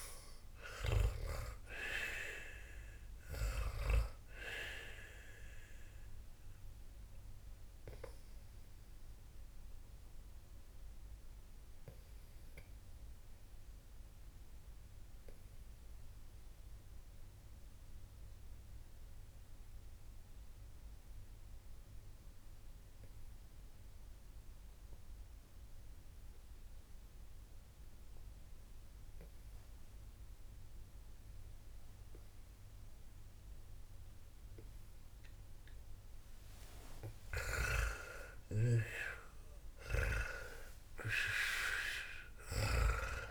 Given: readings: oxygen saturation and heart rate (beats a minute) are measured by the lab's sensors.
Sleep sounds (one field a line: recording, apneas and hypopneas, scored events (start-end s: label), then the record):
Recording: breathing in sleep by a room microphone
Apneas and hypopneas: 1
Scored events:
0.00-2.00 s: snoring (device-marked)
0.00-24.50 s: oxygen desaturation (device-marked, oxygen 90% lowest, heart rate 52 extreme)
5.50-36.50 s: obstructive apnea (oxygen 97% before, 90% lowest, heart rate 78 before, 52 extreme, up 12 after)
37.50-43.31 s: oxygen desaturation (device-marked, oxygen 99% before, 91% lowest, heart rate 57 before, 51 extreme)
38.00-41.50 s: arousal
38.00-43.31 s: snoring (device-marked)
From the record:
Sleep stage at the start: N2 (light sleep)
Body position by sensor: on the back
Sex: female